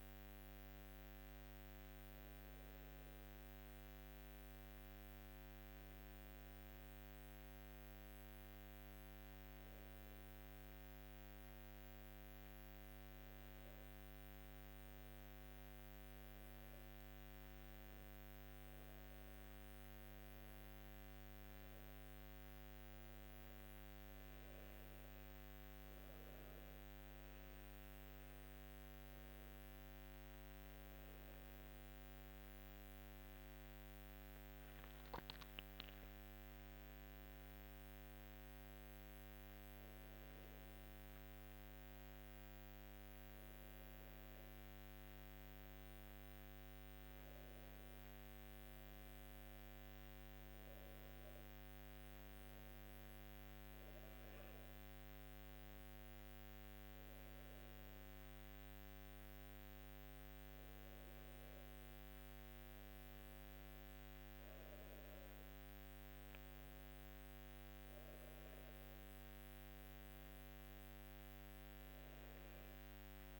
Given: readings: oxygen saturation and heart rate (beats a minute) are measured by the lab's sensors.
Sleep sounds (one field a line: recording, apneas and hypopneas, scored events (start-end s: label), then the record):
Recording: breathing in sleep, hard to hear, by a microphone on the trachea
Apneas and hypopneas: 1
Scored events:
19.00-36.00 s: hypopnea (oxygen 98% before, 97% lowest, heart rate 63 before, 58 extreme, up 9 after)
37.50-42.00 s: arousal
From the record:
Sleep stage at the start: N2 (light sleep)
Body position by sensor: on the back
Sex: female